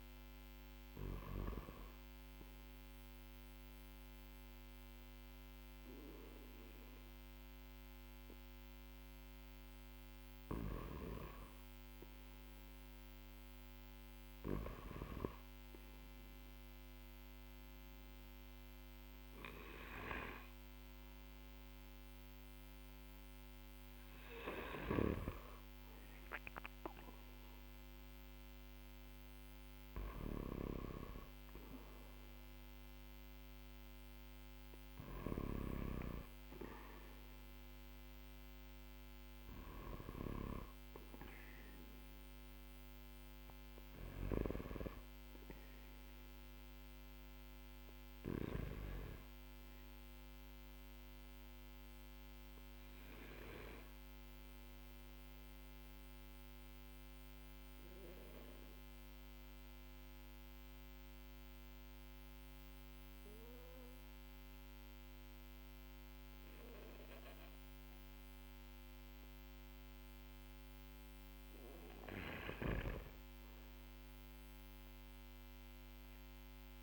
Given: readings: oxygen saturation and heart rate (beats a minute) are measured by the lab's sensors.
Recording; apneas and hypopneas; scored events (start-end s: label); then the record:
breathing in sleep by a microphone on the trachea; 1
23.50-35.00 s: snoring (device-marked)
44.50-50.00 s: arousal
52.00-70.50 s: obstructive apnea (oxygen 94% before, 92% lowest, heart rate 62 before, 53 extreme, up 14 after)
72.50-76.82 s: arousal
From the record:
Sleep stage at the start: N2 (light sleep); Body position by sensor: on the back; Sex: male